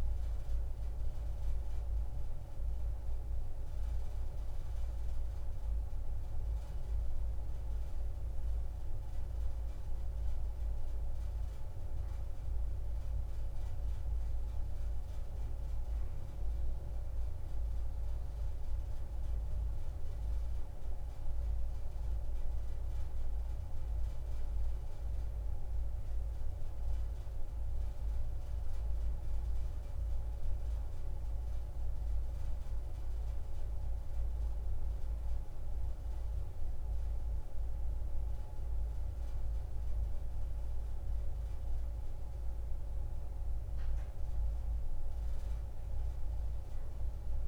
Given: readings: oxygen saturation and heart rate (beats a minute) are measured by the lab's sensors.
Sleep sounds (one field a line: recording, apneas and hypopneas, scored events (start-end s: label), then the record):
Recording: breathing in sleep, hard to hear, by a room microphone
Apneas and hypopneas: none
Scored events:
none scored
From the record:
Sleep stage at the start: N1 (lightest sleep)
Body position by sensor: on the back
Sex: female